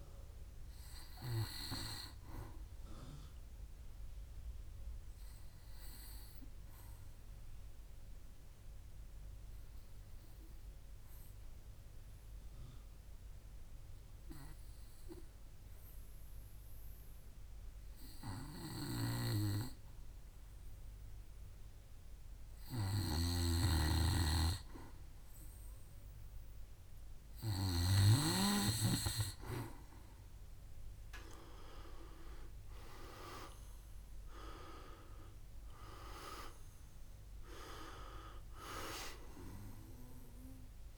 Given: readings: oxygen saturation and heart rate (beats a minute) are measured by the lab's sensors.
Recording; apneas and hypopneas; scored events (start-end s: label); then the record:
breathing in sleep by a room microphone; 1
0.00-16.50 s: oxygen desaturation (device-marked, oxygen 91% lowest, heart rate 59 extreme)
3.00-24.00 s: obstructive apnea (oxygen 98% before, 89% lowest, heart rate 65 before, 61 extreme, up 3 after)
31.00-36.00 s: arousal
31.50-40.98 s: oxygen desaturation (device-marked, oxygen 98% before, 89% lowest, heart rate 64 before, 61 extreme)
From the record:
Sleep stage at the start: N2 (light sleep); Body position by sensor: on the back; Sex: male